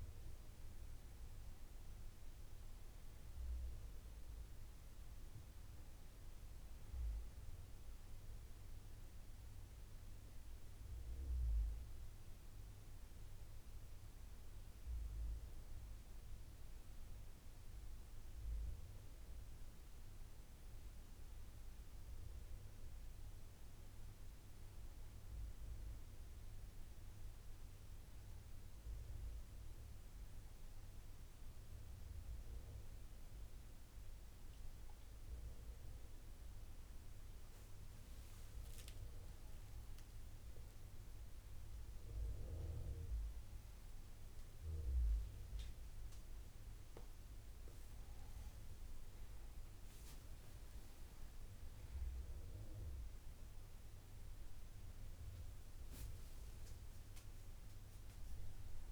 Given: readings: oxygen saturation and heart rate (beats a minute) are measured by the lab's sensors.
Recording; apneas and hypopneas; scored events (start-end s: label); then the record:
a person awake in a sleep study, hard to hear, by a room microphone; none
none scored
From the record:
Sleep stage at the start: awake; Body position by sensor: upright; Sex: male